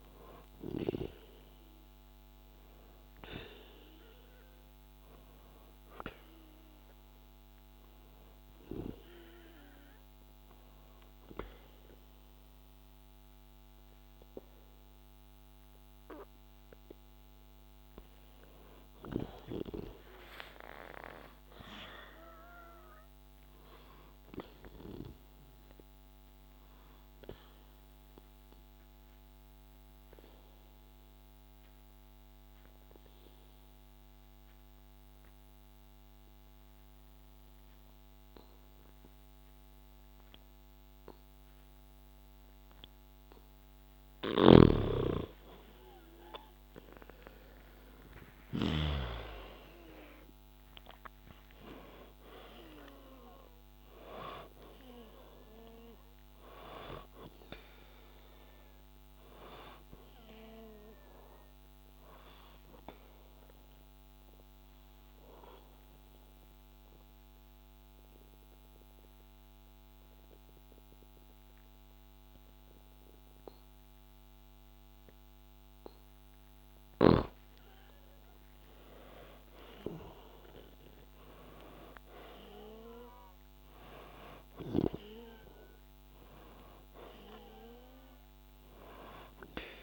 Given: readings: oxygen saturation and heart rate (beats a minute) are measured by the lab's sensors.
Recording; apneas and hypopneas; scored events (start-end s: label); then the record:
breathing in sleep by a microphone on the trachea; 3
0.00-19.50 s: oxygen desaturation (device-marked, oxygen 92% lowest, heart rate 60 extreme)
2.50-18.00 s: hypopnea (oxygen 98% before, 92% lowest, heart rate 63 before, 60 extreme, up 3 after)
19.50-23.50 s: arousal
27.00-43.50 s: obstructive apnea (oxygen 99% before, 91% lowest, heart rate 65 before, 58 extreme, up 1 after)
44.50-49.00 s: snoring (device-marked)
47.50-52.50 s: arousal
50.50-67.50 s: oxygen desaturation (device-marked, oxygen 96% before, 92% lowest, heart rate 61 before, 59 extreme)
61.50-76.50 s: obstructive apnea (oxygen 97% before, 91% lowest, heart rate 62 before, 59 extreme, up 0 after)
78.50-82.50 s: arousal
From the record:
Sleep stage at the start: N2 (light sleep); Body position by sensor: on the back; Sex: male